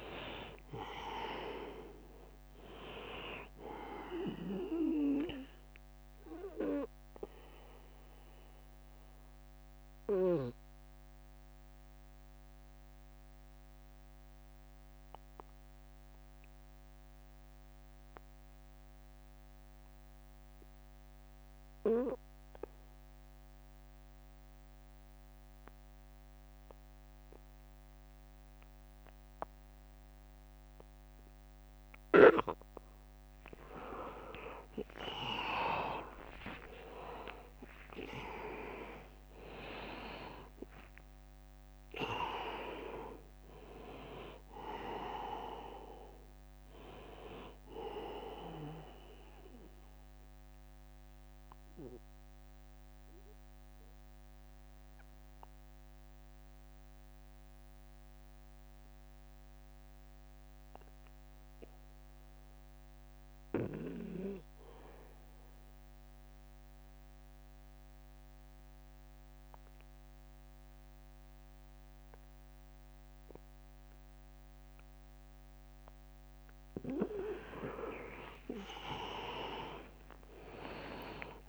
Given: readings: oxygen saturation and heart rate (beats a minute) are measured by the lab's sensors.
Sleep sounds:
breathing in sleep by a microphone on the trachea; 2
0.00-8.50 s: drop in pulse transit time (device-marked, heart rate 73 extreme)
0.00-20.50 s: oxygen desaturation (device-marked, oxygen 87% lowest, heart rate 65 extreme)
6.50-33.00 s: mixed apnea (oxygen 100% before, 83% lowest, heart rate 75 before, 65 extreme, up 14 after)
34.50-39.50 s: arousal
34.50-62.50 s: oxygen desaturation (device-marked, oxygen 100% before, 83% lowest, heart rate 76 before, 70 extreme)
35.50-50.50 s: drop in pulse transit time (device-marked, heart rate 76 before, 70 extreme)
42.50-44.50 s: long interval between heartbeats (device-marked, heart rate 75 before, 81 extreme)
50.00-76.00 s: mixed apnea (oxygen 100% before, 83% lowest, heart rate 76 before, 70 extreme, up 11 after)
52.50-54.50 s: long interval between heartbeats (device-marked, heart rate 78 before, 80 extreme)
67.50-69.50 s: long interval between heartbeats (device-marked, heart rate 79 before, 72 extreme)
78.50-81.49 s: arousal
79.50-81.49 s: oxygen desaturation (device-marked, oxygen 100% before, 86% lowest, heart rate 78 before, 67 extreme)
From the record:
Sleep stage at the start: N2 (light sleep); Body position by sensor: on the back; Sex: male

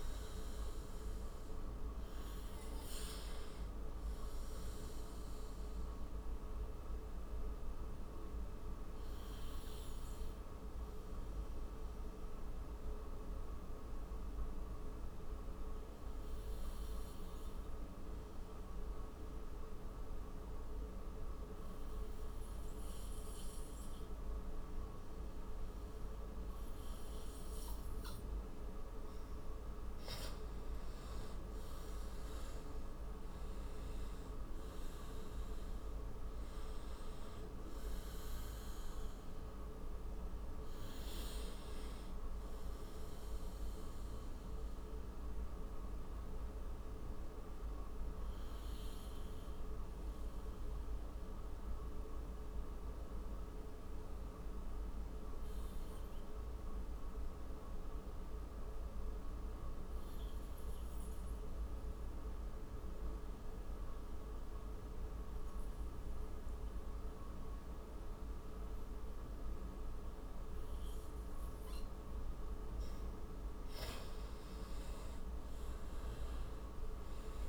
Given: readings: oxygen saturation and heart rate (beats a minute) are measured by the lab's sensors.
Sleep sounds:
breathing in sleep, hard to hear, by a room microphone; 2
0.00-16.50 s: oxygen desaturation (device-marked, oxygen 92% lowest, heart rate 29 extreme)
4.50-27.50 s: mixed apnea (oxygen 98% before, 87% lowest)
28.50-53.50 s: oxygen desaturation (device-marked, oxygen 98% before, 89% lowest)
30.00-32.50 s: arousal
43.00-72.50 s: mixed apnea (oxygen 98% before, 87% lowest)
68.50-77.49 s: oxygen desaturation (device-marked, oxygen 98% before, 87% lowest, heart rate 36 before, 29 extreme)
75.50-77.49 s: arousal
From the record:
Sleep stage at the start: N2 (light sleep); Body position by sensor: on the right side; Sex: male

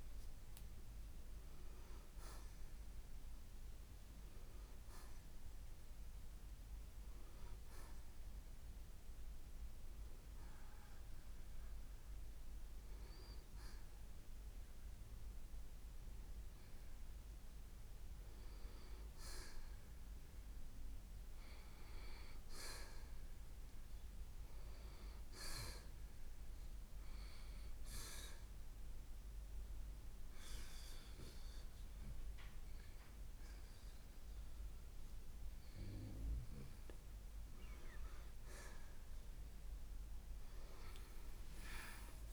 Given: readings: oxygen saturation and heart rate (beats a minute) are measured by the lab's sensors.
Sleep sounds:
breathing in sleep by a room microphone; 1
0.00-1.50 s: oxygen desaturation (device-marked, oxygen 86% lowest, heart rate 62 extreme)
16.50-42.32 s: new sleep stage, N2 (light sleep)
17.00-21.00 s: arousal
26.00-38.00 s: hypopnea (oxygen 95% before, 87% lowest, heart rate 66 before, 59 extreme, up 0 after)
28.50-42.32 s: oxygen desaturation (device-marked, oxygen 92% before, 89% lowest, heart rate 66 before, 56 extreme)
From the record:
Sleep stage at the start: N1 (lightest sleep); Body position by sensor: on the right side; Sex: male

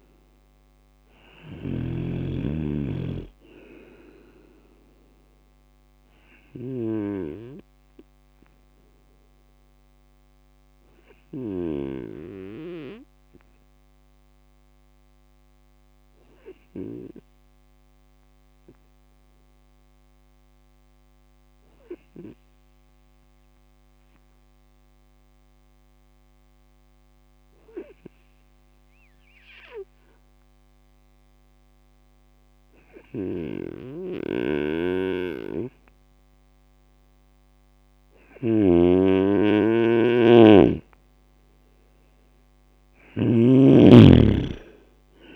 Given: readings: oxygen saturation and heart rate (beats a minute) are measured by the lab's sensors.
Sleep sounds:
breathing in sleep by a microphone on the trachea; 1
0.00-1.50 s: snoring (device-marked)
0.00-2.00 s: arousal
9.00-36.00 s: hypopnea (oxygen 98% before, 96% lowest, heart rate 66 before, 58 extreme, up 1 after)
33.00-45.35 s: snoring (device-marked)
43.00-45.35 s: arousal
From the record:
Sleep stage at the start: N2 (light sleep); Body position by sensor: on the right side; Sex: male

